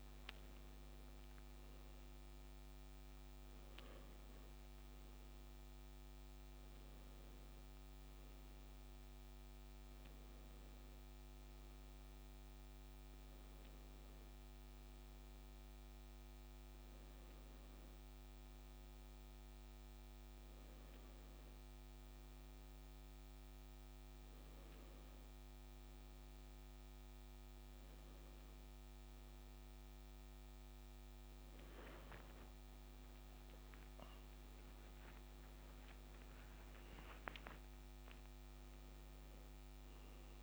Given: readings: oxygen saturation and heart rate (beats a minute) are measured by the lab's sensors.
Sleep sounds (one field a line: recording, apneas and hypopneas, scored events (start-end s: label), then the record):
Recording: a person awake in a sleep study, hard to hear, by a microphone on the trachea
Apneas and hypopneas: none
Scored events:
none scored
From the record:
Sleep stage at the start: awake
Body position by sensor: on the left side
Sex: male